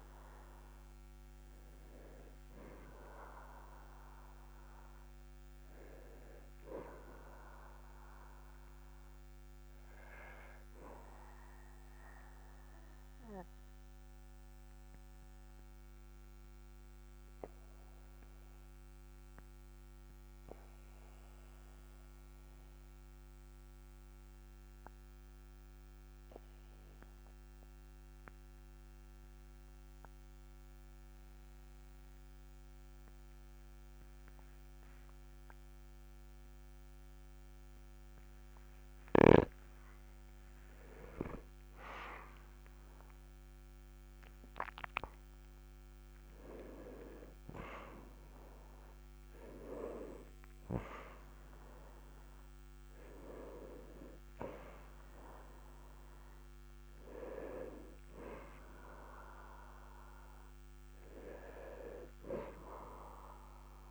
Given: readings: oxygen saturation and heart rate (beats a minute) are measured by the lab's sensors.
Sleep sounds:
breathing in sleep by a microphone on the trachea; 1
0.00-18.50 s: oxygen desaturation (device-marked, oxygen 93% lowest, heart rate 38 extreme)
9.00-40.50 s: obstructive apnea (oxygen 98% before, 93% lowest, heart rate 46 before, 38 extreme, up 7 after)
41.50-45.50 s: arousal
From the record:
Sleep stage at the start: N2 (light sleep); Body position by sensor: on the back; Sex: male

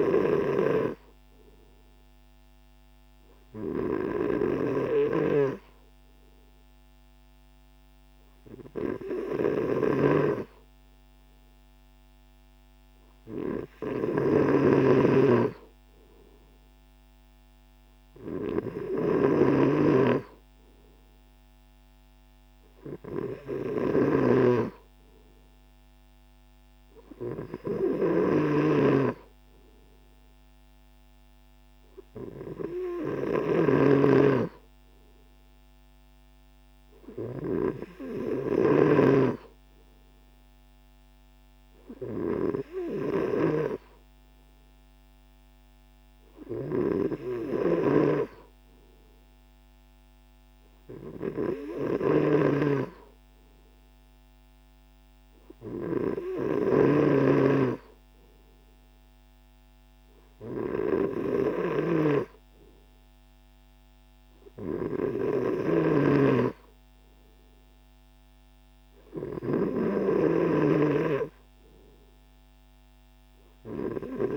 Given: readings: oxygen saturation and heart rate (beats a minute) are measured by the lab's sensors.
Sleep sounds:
breathing in sleep by a microphone on the trachea; none
none scored
From the record:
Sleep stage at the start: N3 (deep sleep); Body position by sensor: on the right side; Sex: male

